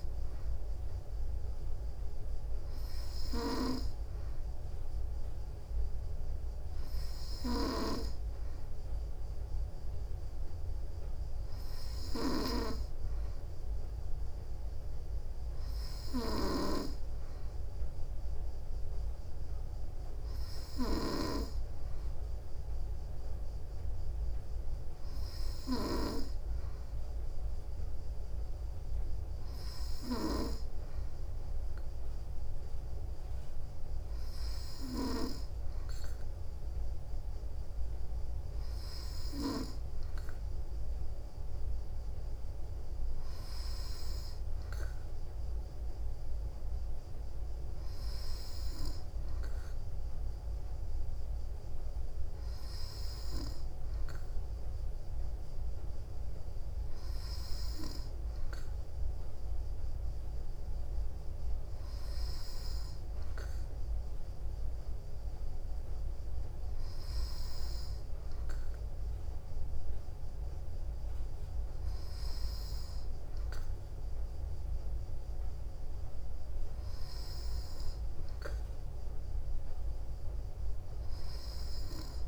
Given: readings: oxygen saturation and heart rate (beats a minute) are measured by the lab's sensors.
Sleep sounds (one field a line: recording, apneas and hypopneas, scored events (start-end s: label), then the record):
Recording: breathing in sleep by a room microphone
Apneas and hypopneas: none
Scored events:
none scored
From the record:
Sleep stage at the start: N2 (light sleep)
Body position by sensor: on the back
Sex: female